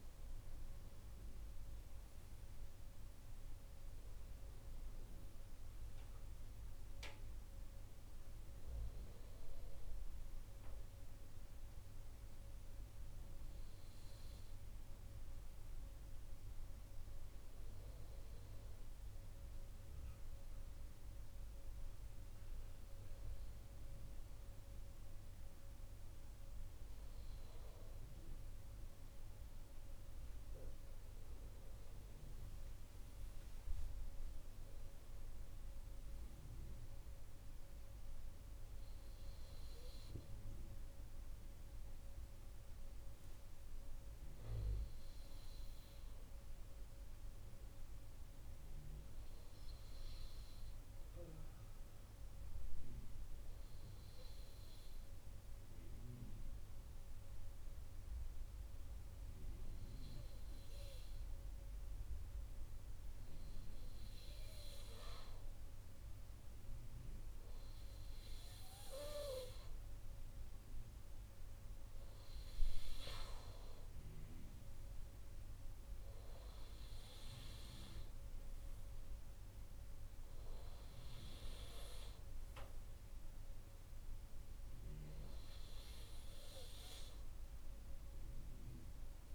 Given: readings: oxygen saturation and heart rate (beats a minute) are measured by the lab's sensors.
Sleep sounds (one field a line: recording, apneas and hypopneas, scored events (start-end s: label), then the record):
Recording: breathing in sleep by a room microphone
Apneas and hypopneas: 1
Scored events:
31.50-35.00 s: arousal
42.00-72.00 s: obstructive apnea (oxygen 97% before, 95% lowest, heart rate 73 before, 69 extreme, up 4 after)
74.00-77.50 s: arousal
From the record:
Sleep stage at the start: N2 (light sleep)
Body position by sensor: on the right side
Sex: male